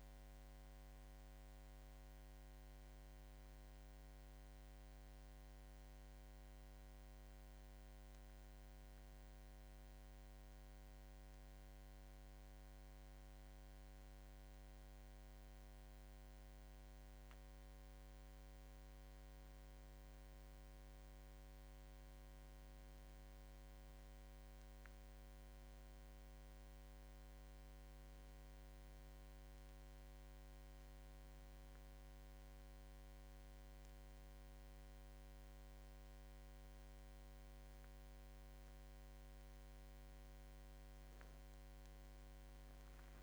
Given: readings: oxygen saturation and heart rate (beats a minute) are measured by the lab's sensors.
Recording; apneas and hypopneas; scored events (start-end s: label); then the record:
a person awake in a sleep study, hard to hear, by a microphone on the trachea; none
none scored
From the record:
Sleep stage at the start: awake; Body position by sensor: on the back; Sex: male